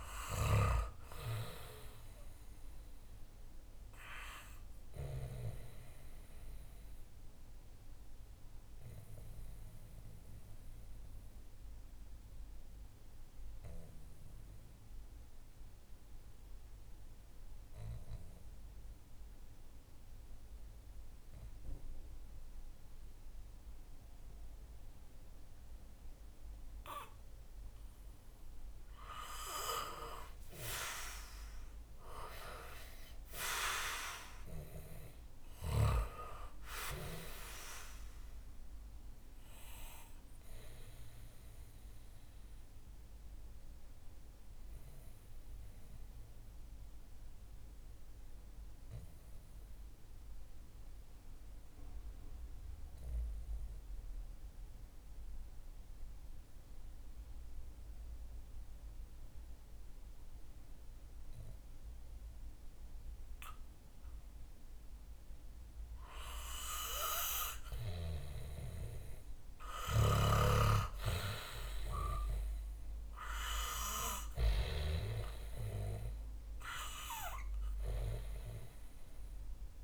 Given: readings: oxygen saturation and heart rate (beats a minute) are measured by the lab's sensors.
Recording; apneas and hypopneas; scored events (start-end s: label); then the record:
breathing in sleep by a room microphone; 2
0.00-18.50 s: oxygen desaturation (device-marked, oxygen 90% lowest, heart rate 61 extreme)
6.50-28.00 s: obstructive apnea (oxygen 98% before, 90% lowest, heart rate 68 before, 61 extreme, up 7 after)
30.00-33.50 s: arousal
35.50-56.50 s: oxygen desaturation (device-marked, oxygen 97% before, 92% lowest, heart rate 66 before, 62 extreme)
41.50-63.50 s: mixed apnea (oxygen 98% before, 91% lowest, heart rate 67 before, 62 extreme, up 2 after)
66.00-70.00 s: arousal
70.50-79.83 s: oxygen desaturation (device-marked, oxygen 97% before, 91% lowest, heart rate 64 before, 61 extreme)
From the record:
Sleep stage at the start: N2 (light sleep); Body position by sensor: on the back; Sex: male